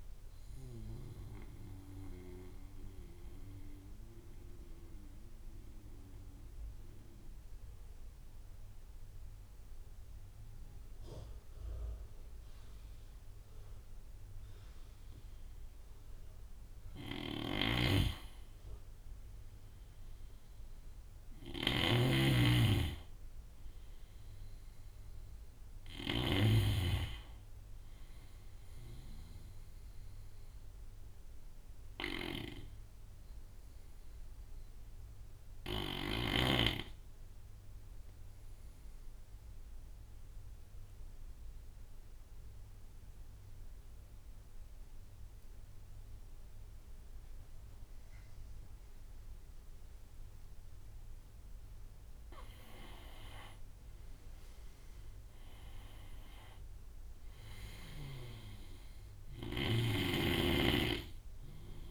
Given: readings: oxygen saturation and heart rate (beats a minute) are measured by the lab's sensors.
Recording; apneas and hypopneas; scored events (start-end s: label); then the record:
breathing in sleep by a room microphone; 2
0.00-2.50 s: oxygen desaturation (device-marked, oxygen 81% lowest)
1.50-16.00 s: mixed apnea (oxygen 87% before, 81% lowest)
16.50-35.50 s: snoring (device-marked)
17.50-22.00 s: arousal
30.00-49.50 s: obstructive apnea (oxygen 99% before, 86% lowest)
46.50-61.91 s: oxygen desaturation (device-marked, oxygen 97% before, 86% lowest)
51.50-55.00 s: arousal
From the record:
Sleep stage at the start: N2 (light sleep); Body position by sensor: on the right side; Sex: male